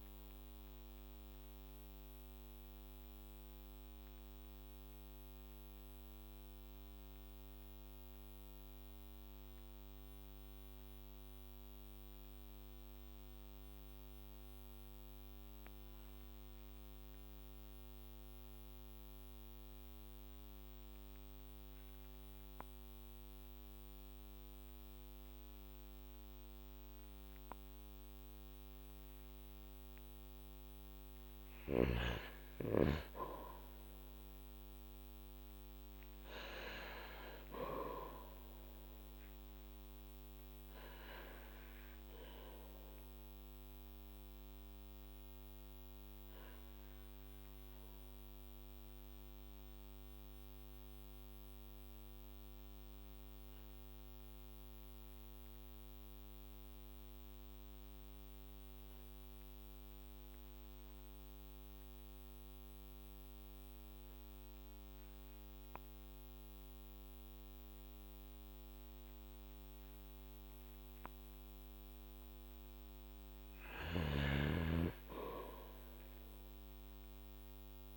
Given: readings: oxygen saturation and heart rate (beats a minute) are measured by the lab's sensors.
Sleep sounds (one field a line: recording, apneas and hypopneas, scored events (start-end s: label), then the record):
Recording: breathing in sleep by a microphone on the trachea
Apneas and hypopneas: 2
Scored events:
1.50-30.00 s: mixed apnea (oxygen 98% before, 90% lowest, heart rate 50 before, 44 extreme, up 8 after)
20.50-40.50 s: oxygen desaturation (device-marked, oxygen 97% before, 90% lowest, heart rate 47 before, 45 extreme)
33.50-37.50 s: arousal
42.00-71.50 s: obstructive apnea (oxygen 97% before, 93% lowest, heart rate 51 before, 45 extreme, up 4 after)
71.50-77.97 s: oxygen desaturation (device-marked, oxygen 98% before, 94% lowest, heart rate 48 before, 46 extreme)
73.50-77.97 s: snoring (device-marked)
74.00-77.50 s: arousal
From the record:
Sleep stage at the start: N2 (light sleep)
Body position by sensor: on the back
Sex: male